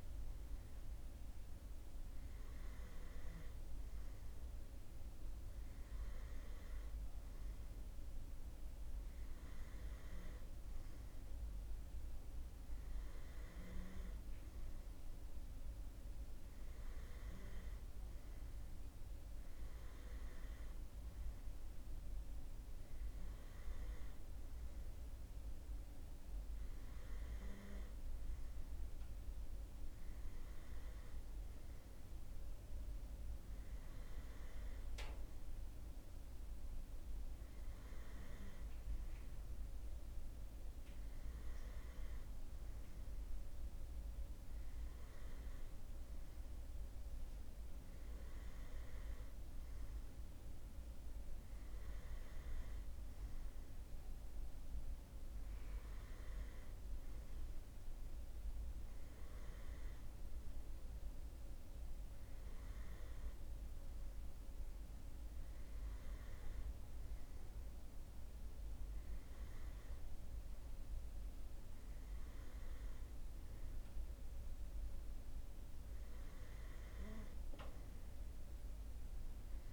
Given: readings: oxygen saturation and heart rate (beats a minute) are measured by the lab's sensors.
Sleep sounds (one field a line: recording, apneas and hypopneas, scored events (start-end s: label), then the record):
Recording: breathing in sleep, hard to hear, by a room microphone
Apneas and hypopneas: none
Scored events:
none scored
From the record:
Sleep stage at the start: N2 (light sleep)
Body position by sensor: on the right side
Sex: male